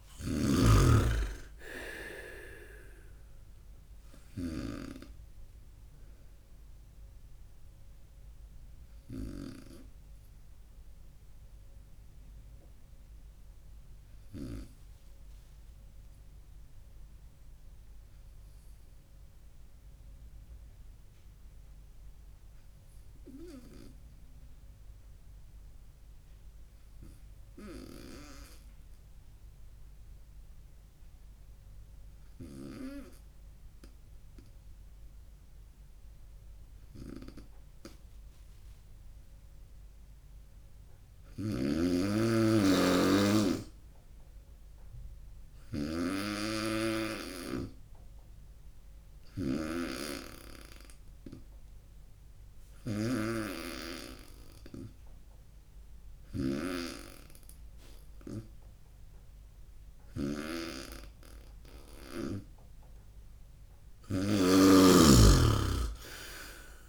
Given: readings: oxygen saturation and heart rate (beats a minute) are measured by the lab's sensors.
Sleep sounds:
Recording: breathing in sleep by a room microphone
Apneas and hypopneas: 1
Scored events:
0.00-9.50 s: snoring (device-marked)
5.00-61.00 s: obstructive apnea (oxygen 98% before, 91% lowest, heart rate 72 before, 57 extreme, up 6 after)
41.00-66.89 s: snoring (device-marked)
From the record:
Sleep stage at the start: N2 (light sleep)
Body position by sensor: on the right side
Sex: male

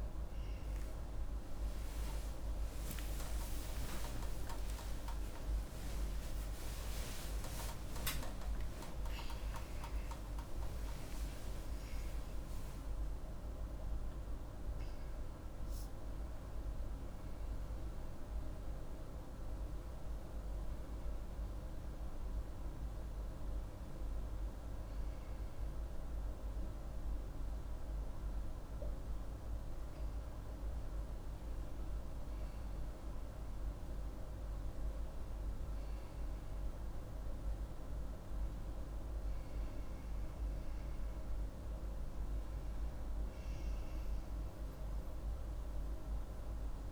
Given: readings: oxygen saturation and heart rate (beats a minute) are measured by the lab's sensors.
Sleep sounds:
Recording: a person awake in a sleep study, hard to hear, by a room microphone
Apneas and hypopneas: none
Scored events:
34.00-46.92 s: new sleep stage, N1 (lightest sleep)
From the record:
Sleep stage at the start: awake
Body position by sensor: on the right side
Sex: female

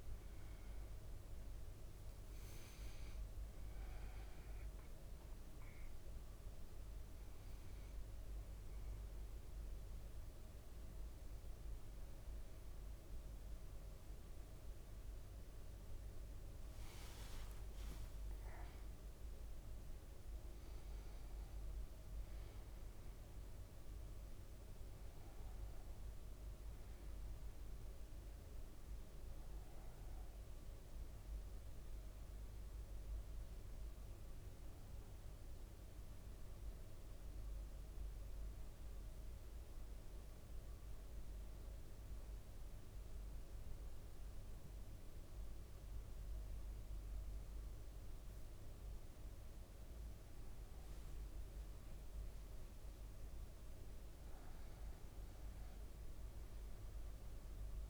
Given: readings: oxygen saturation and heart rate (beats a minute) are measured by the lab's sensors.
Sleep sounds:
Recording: breathing in sleep, hard to hear, by a room microphone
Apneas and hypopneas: 1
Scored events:
0.00-11.00 s: drop in pulse transit time (device-marked, heart rate 57 before, 61 extreme)
10.00-57.90 s: new sleep stage, N1 (lightest sleep)
11.00-17.00 s: bradycardia (device-marked, heart rate 58 before, 58 extreme)
15.50-20.50 s: arousal
16.50-17.50 s: leg movement (device-marked)
19.00-29.00 s: drop in pulse transit time (device-marked, heart rate 61 before, 59 extreme)
25.00-37.00 s: bradycardia (device-marked, heart rate 58 before, 57 extreme)
36.50-49.50 s: obstructive apnea (oxygen 99% before, 95% lowest, heart rate 59 before, 53 extreme, up 6 after)
44.00-57.90 s: bradycardia (device-marked, heart rate 58 before, 53 extreme)
50.00-52.50 s: leg movement (device-marked)
52.00-56.50 s: arousal
53.00-57.90 s: oxygen desaturation (device-marked, oxygen 99% before, 95% lowest, heart rate 58 before, 55 extreme)
From the record:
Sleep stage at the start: N2 (light sleep)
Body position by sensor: on the back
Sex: male

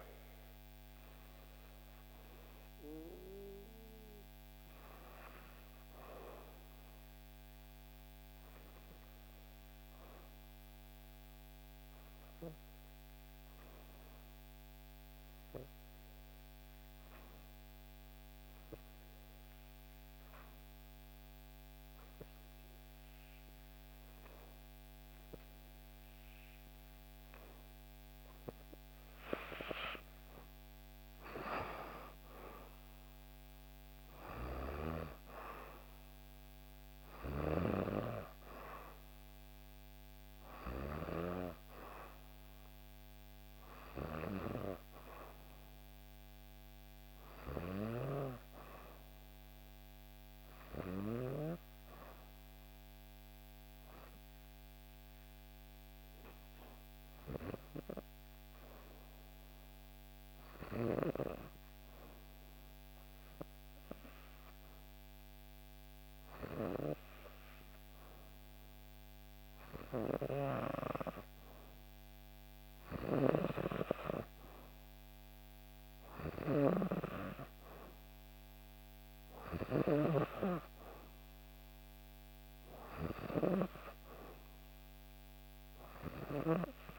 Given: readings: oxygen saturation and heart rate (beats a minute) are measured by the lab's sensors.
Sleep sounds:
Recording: breathing in sleep by a microphone on the trachea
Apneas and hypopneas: 2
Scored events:
0.00-7.50 s: oxygen desaturation (device-marked, oxygen 90% lowest, heart rate 57 extreme)
7.00-29.00 s: obstructive apnea (oxygen 96% before, 90% lowest, heart rate 62 before, 58 extreme, up 5 after)
24.50-54.50 s: oxygen desaturation (device-marked, oxygen 97% before, 90% lowest, heart rate 59 before, 59 extreme)
30.50-34.00 s: arousal
54.00-69.50 s: obstructive apnea (oxygen 96% before, 92% lowest, heart rate 62 before, 59 extreme, up 0 after)
69.50-86.99 s: oxygen desaturation (device-marked, oxygen 97% before, 92% lowest, heart rate 60 before, 60 extreme)
71.50-75.00 s: arousal
From the record:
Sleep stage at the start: N2 (light sleep)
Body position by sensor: on the back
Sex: female

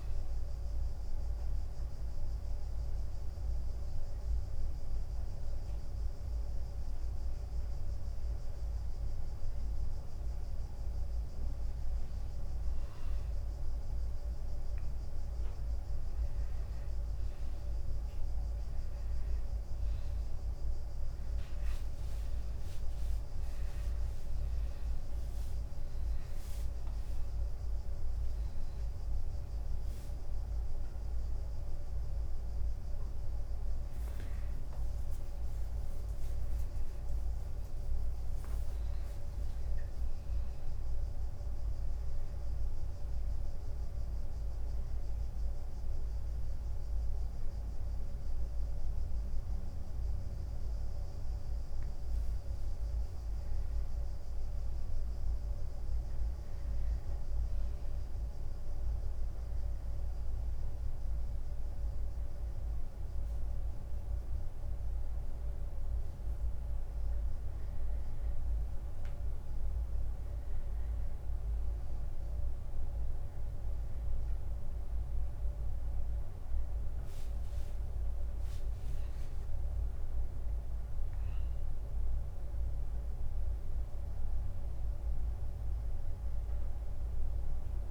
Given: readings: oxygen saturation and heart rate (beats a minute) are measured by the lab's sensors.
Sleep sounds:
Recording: a person awake in a sleep study, hard to hear, by a room microphone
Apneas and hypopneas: none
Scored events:
4.00-29.00 s: oxygen desaturation (device-marked, oxygen 98% before, 93% lowest, heart rate 90 before, 89 extreme)
15.00-33.00 s: drop in pulse transit time (device-marked, heart rate 88 before, 92 extreme)
54.00-66.00 s: oxygen desaturation (device-marked, oxygen 98% before, 94% lowest, heart rate 92 before, 90 extreme)
From the record:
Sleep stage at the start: awake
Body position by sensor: on the front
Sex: male

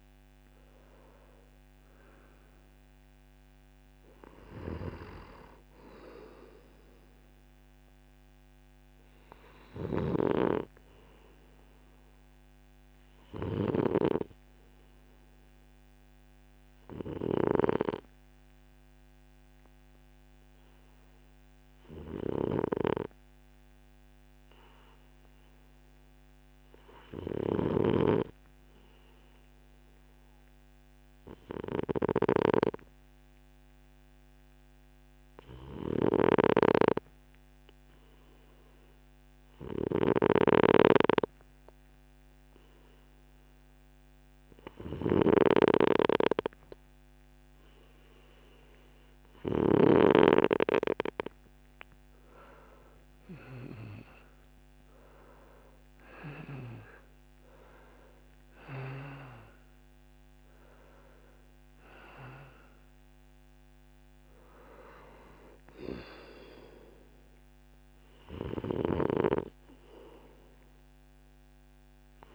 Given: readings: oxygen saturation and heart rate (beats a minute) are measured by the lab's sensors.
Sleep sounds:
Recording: breathing in sleep by a microphone on the trachea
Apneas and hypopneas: 1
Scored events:
15.00-49.00 s: obstructive apnea (oxygen 95% before, 91% lowest, heart rate 52 before, 28 extreme, up 6 after)
35.50-49.50 s: snoring (device-marked)
39.00-72.35 s: oxygen desaturation (device-marked, oxygen 96% before, 91% lowest)
51.00-54.50 s: arousal
From the record:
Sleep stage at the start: N2 (light sleep)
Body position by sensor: on the right side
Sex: male

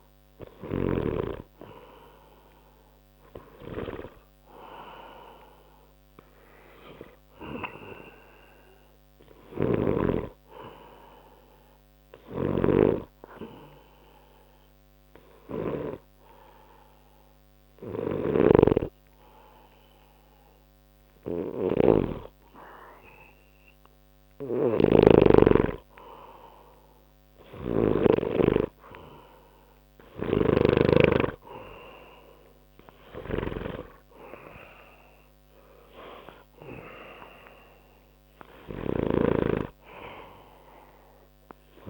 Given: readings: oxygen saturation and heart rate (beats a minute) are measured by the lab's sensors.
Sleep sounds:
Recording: breathing in sleep by a microphone on the trachea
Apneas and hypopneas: 1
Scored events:
0.00-1.00 s: snoring (device-marked)
12.00-31.00 s: snoring (device-marked)
15.00-27.50 s: hypopnea (oxygen 93% before, 89% lowest, heart rate 65 before, 64 extreme, up 2 after)
29.00-32.50 s: arousal
32.50-41.90 s: oxygen desaturation (device-marked, oxygen 93% before, 89% lowest, heart rate 65 before, 63 extreme)
39.00-41.90 s: snoring (device-marked)
From the record:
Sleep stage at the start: N2 (light sleep)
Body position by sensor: on the back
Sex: male

